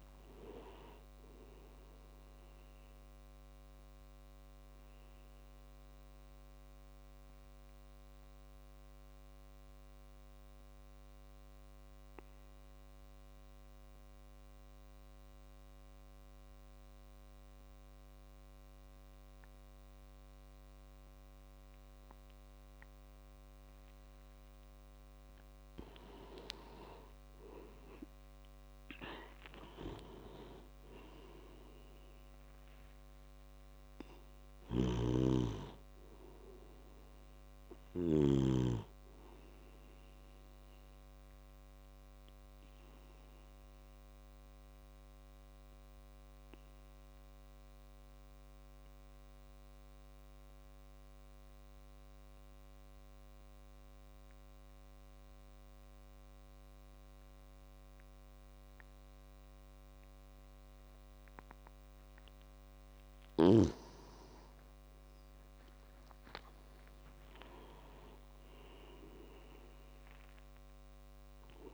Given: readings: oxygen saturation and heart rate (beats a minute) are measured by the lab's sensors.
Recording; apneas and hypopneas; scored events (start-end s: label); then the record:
breathing in sleep by a microphone on the trachea; 2
0.00-11.50 s: oxygen desaturation (device-marked, oxygen 90% lowest)
3.50-25.00 s: obstructive apnea (oxygen 98% before, 90% lowest)
25.50-52.50 s: oxygen desaturation (device-marked, oxygen 98% before, 90% lowest)
27.50-32.00 s: arousal
34.50-38.50 s: snoring (device-marked)
40.50-62.50 s: obstructive apnea (oxygen 98% before, 90% lowest)
64.00-68.50 s: arousal
From the record:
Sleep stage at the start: N2 (light sleep); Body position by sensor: on the back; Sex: male